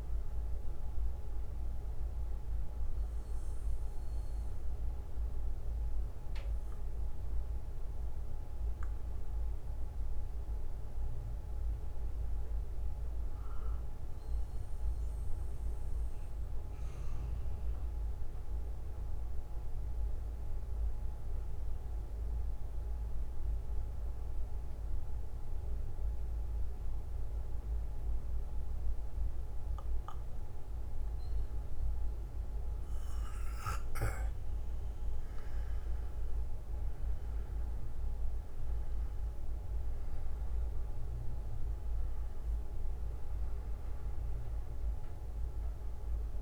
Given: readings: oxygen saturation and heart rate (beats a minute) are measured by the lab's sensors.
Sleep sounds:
breathing in sleep, hard to hear, by a room microphone; 1
2.00-11.00 s: bradycardia (device-marked, heart rate 59 before, 50 extreme)
7.00-22.00 s: oxygen desaturation (device-marked, oxygen 95% before, 89% lowest, heart rate 61 before, 52 extreme)
13.00-32.00 s: bradycardia (device-marked, heart rate 59 before, 52 extreme)
13.50-33.00 s: mixed apnea (oxygen 97% before, 89% lowest, heart rate 58 before, 52 extreme, up 13 after)
36.00-40.50 s: arousal
40.00-46.41 s: oxygen desaturation (device-marked, oxygen 98% before, 93% lowest, heart rate 59 before, 48 extreme)
From the record:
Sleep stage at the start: N2 (light sleep); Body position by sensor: on the back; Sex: male

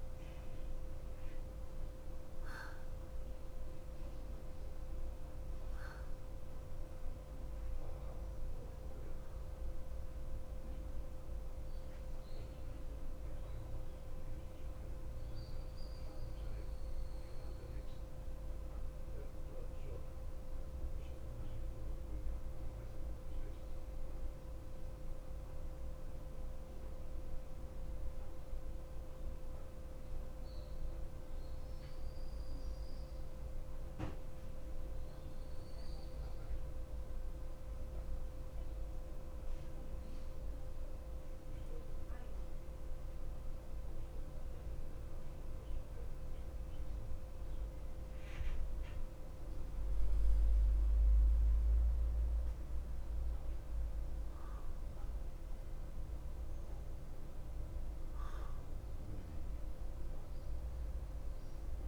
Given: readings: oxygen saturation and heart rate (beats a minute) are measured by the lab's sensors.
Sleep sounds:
breathing in sleep, hard to hear, by a room microphone; 1
0.00-2.50 s: oxygen desaturation (device-marked, oxygen 92% lowest, heart rate 51 extreme)
10.50-35.50 s: oxygen desaturation (device-marked, oxygen 93% before, 90% lowest, heart rate 53 before, 50 extreme)
15.50-19.00 s: arousal
20.50-44.50 s: central apnea (oxygen 94% before, 90% lowest, heart rate 53 before, 50 extreme, up 3 after)
45.50-50.00 s: arousal
60.50-61.88 s: oxygen desaturation (device-marked, oxygen 96% before, 91% lowest, heart rate 52 before, 51 extreme)
From the record:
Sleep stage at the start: N2 (light sleep); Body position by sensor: on the back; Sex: male

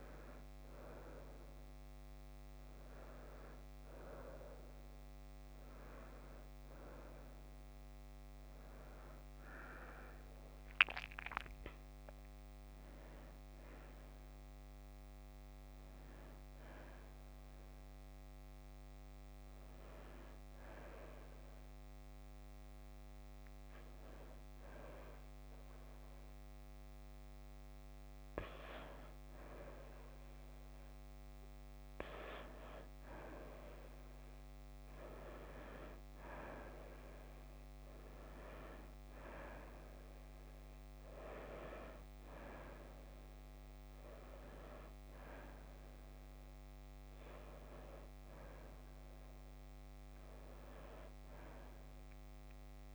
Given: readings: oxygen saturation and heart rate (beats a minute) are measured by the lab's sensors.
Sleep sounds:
a person awake in a sleep study, by a microphone on the trachea; none
42.00-52.95 s: new sleep stage, N1 (lightest sleep)
45.00-52.95 s: oxygen desaturation (device-marked, oxygen 94% before, 89% lowest, heart rate 62 before, 51 extreme)
From the record:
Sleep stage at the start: awake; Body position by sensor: on the right side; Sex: female

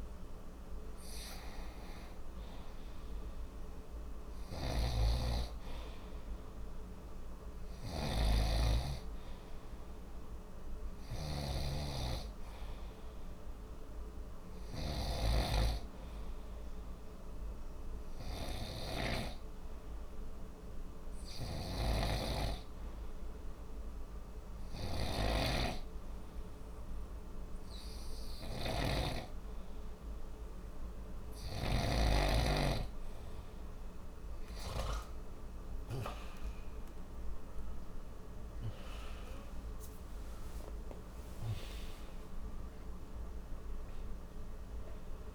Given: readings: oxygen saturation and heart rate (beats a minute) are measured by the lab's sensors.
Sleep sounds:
breathing in sleep by a room microphone; 1
4.50-32.00 s: snoring (device-marked)
18.50-34.50 s: hypopnea (oxygen 93% before, 90% lowest, heart rate 60 before, 60 extreme, up 13 after)
36.00-39.50 s: arousal
From the record:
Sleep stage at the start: N2 (light sleep); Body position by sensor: on the right side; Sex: male

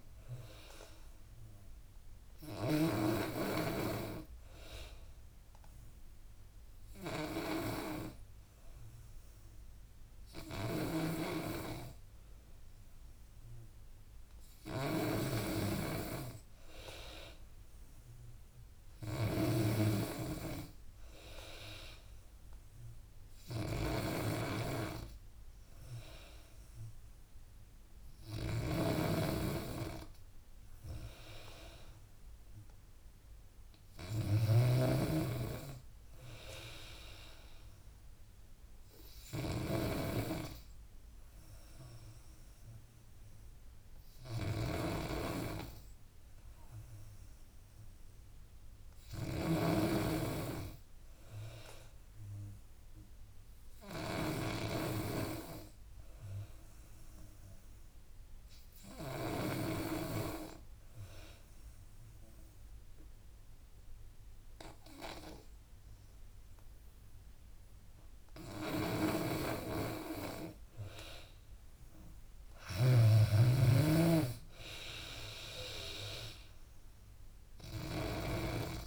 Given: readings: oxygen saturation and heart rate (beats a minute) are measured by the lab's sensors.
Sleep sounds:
breathing in sleep by a room microphone; 1
0.00-59.50 s: snoring (device-marked)
2.50-17.50 s: oxygen desaturation (device-marked, oxygen 96% before, 91% lowest, heart rate 78 before, 72 extreme)
49.50-52.50 s: arousal
56.50-68.50 s: hypopnea (oxygen 95% before, 90% lowest, heart rate 76 before, 73 extreme, up 3 after)
58.50-65.50 s: oxygen desaturation (device-marked, oxygen 95% before, 92% lowest, heart rate 77 before, 73 extreme)
67.50-78.87 s: oxygen desaturation (device-marked, oxygen 94% before, 91% lowest, heart rate 81 before, 73 extreme)
68.50-78.87 s: snoring (device-marked)
70.50-74.00 s: arousal
71.50-78.87 s: drop in pulse transit time (device-marked, heart rate 82 before, 74 extreme)
From the record:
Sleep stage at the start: N2 (light sleep); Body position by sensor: on the back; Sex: female

